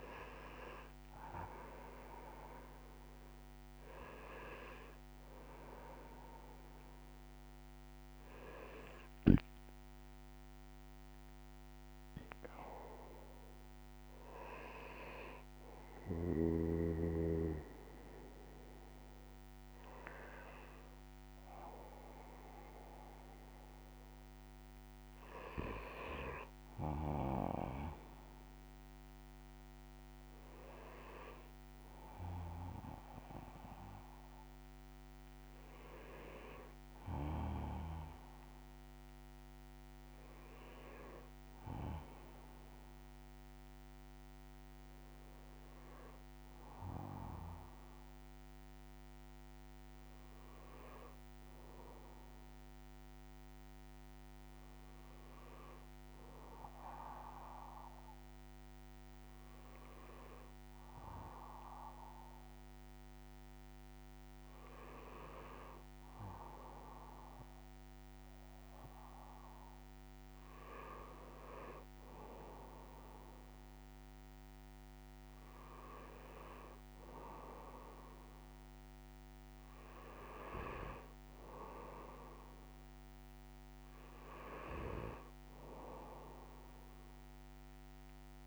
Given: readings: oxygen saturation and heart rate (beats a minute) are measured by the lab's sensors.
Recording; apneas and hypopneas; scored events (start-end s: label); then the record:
breathing in sleep by a microphone on the trachea; none
0.00-5.00 s: oxygen desaturation (device-marked, oxygen 81% lowest)
41.00-88.47 s: new sleep stage, N2 (light sleep)
From the record:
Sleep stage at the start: N1 (lightest sleep); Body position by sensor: on the right side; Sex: male